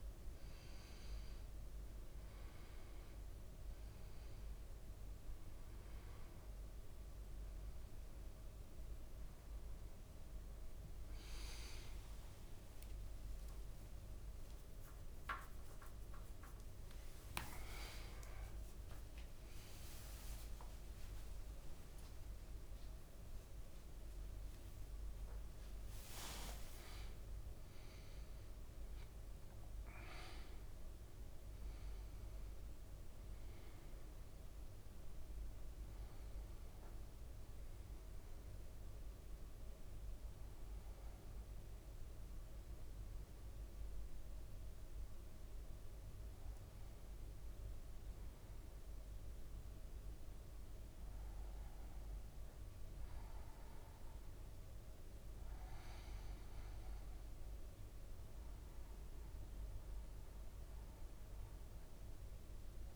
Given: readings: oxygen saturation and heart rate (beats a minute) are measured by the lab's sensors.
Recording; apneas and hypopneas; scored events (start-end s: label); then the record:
a person partly awake in a sleep study, hard to hear, by a room microphone; none
0.00-8.00 s: drop in pulse transit time (device-marked, heart rate 54 before, 57 extreme)
5.00-24.00 s: oxygen desaturation (device-marked, oxygen 98% before, 94% lowest, heart rate 56 before, 60 extreme)
14.50-16.50 s: long interval between heartbeats (device-marked, heart rate 60 before, 69 extreme)
17.00-33.00 s: drop in pulse transit time (device-marked, heart rate 62 before, 73 extreme)
18.50-27.00 s: leg movement (device-marked)
20.00-62.96 s: new sleep stage, N1 (lightest sleep)
20.50-22.50 s: long interval between heartbeats (device-marked, heart rate 65 before, 98 extreme)
58.00-62.96 s: bradycardia (device-marked, heart rate 57 before, 54 extreme)
From the record:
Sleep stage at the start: awake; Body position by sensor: on the back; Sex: male